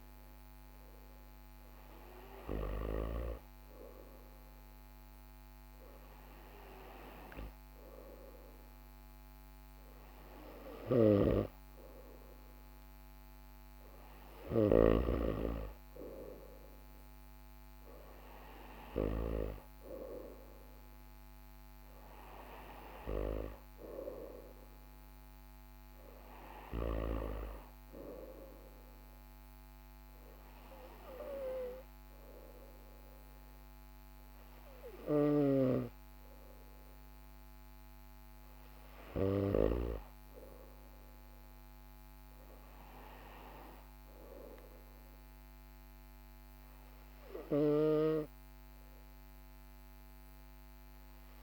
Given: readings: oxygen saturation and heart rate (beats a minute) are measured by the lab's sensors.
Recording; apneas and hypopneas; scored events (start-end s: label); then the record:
breathing in sleep by a microphone on the trachea; none
none scored
From the record:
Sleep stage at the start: N2 (light sleep); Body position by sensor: on the right side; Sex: male